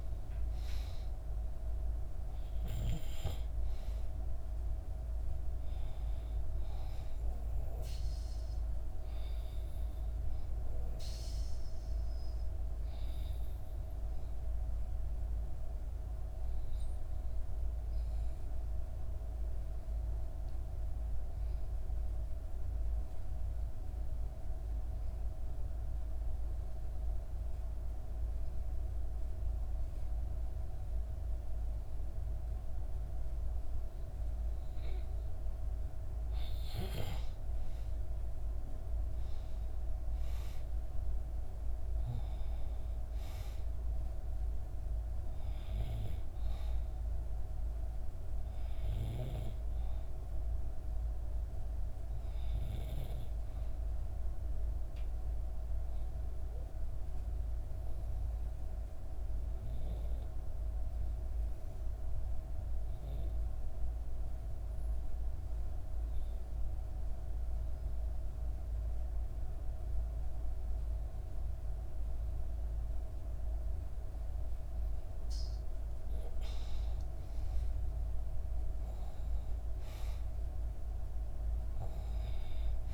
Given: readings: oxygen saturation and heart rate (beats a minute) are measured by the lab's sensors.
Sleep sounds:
breathing in sleep, hard to hear, by a room microphone; 2
0.00-1.50 s: arousal
0.00-20.00 s: oxygen desaturation (device-marked, oxygen 95% before, 88% lowest, heart rate 60 before, 59 extreme)
11.00-34.00 s: obstructive apnea (oxygen 95% before, 88% lowest, heart rate 62 before, 58 extreme, up 4 after)
35.00-58.00 s: oxygen desaturation (device-marked, oxygen 97% before, 88% lowest, heart rate 59 before, 57 extreme)
36.00-40.00 s: arousal
55.00-75.50 s: obstructive apnea (oxygen 97% before, 88% lowest, heart rate 61 before, 58 extreme, up 5 after)
76.00-82.94 s: oxygen desaturation (device-marked, oxygen 97% before, 90% lowest, heart rate 59 before, 58 extreme)
77.00-80.00 s: arousal
From the record:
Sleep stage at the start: N2 (light sleep); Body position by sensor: on the back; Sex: female

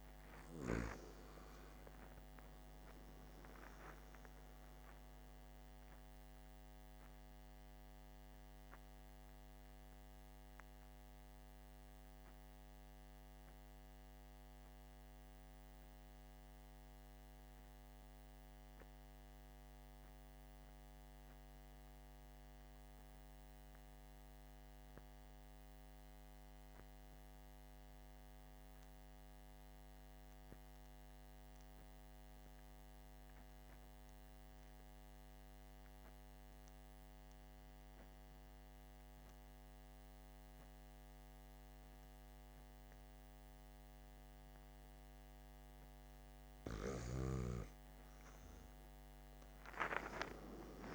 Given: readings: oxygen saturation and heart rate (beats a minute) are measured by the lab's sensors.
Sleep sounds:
breathing in sleep by a microphone on the trachea; 1
0.00-6.50 s: oxygen desaturation (device-marked, oxygen 92% lowest, heart rate 49 extreme)
7.50-45.50 s: mixed apnea (oxygen 96% before, 87% lowest, heart rate 61 before, 45 extreme, up 25 after)
34.50-50.95 s: oxygen desaturation (device-marked, oxygen 99% before, 91% lowest, heart rate 52 before, 45 extreme)
49.50-50.95 s: arousal
From the record:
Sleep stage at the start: REM sleep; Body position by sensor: on the back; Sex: male

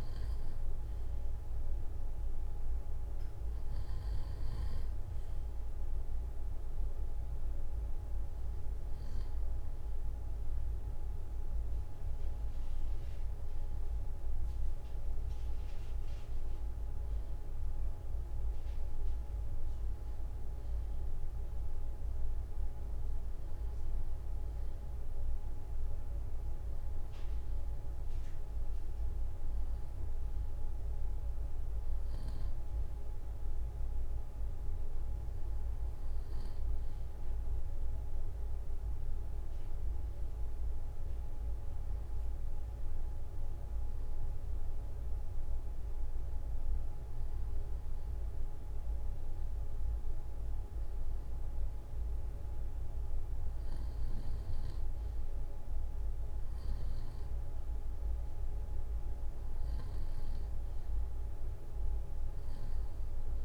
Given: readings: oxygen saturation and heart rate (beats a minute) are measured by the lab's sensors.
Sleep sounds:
breathing in sleep, hard to hear, by a room microphone; none
none scored
From the record:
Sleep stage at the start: REM sleep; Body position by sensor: on the front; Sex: male

